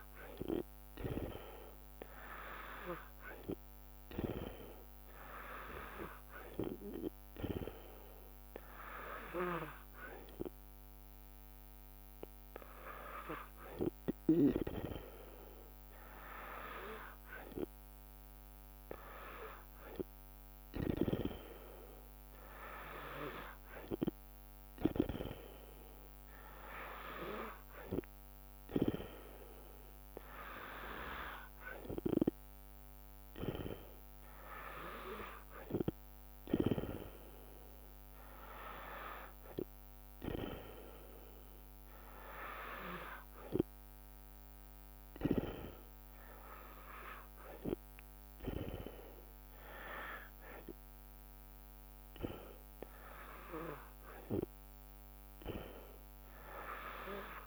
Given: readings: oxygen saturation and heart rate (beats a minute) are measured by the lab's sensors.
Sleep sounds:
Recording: breathing in sleep by a microphone on the trachea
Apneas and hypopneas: none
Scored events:
none scored
From the record:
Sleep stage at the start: N2 (light sleep)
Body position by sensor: on the back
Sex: female

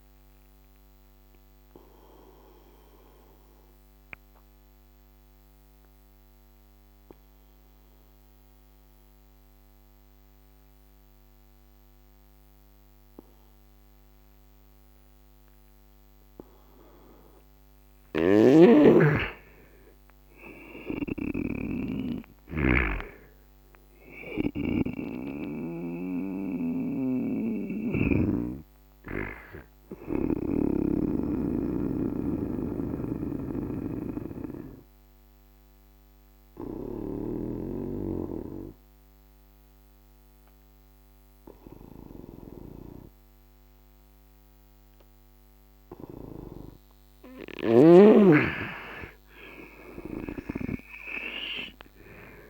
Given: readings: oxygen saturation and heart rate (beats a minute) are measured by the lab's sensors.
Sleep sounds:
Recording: breathing in sleep by a microphone on the trachea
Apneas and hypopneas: 2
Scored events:
0.00-17.50 s: oxygen desaturation (device-marked, oxygen 81% lowest, heart rate 63 extreme)
1.00-17.00 s: obstructive apnea (oxygen 99% before, 81% lowest, heart rate 76 before, 63 extreme, up 14 after)
20.00-24.50 s: arousal
20.50-24.50 s: snoring (device-marked)
26.50-30.50 s: snoring (device-marked)
27.50-42.50 s: oxygen desaturation (device-marked, oxygen 100% before, 84% lowest, heart rate 71 before, 61 extreme)
31.50-46.50 s: obstructive apnea (oxygen 100% before, 84% lowest, heart rate 72 before, 61 extreme, up 2 after)
32.50-37.00 s: snoring (device-marked)
47.00-49.00 s: long interval between heartbeats (device-marked, heart rate 70 before, 68 extreme)
47.00-52.50 s: snoring (device-marked)
48.50-51.50 s: arousal
From the record:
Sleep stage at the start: N2 (light sleep)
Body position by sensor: on the right side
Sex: male

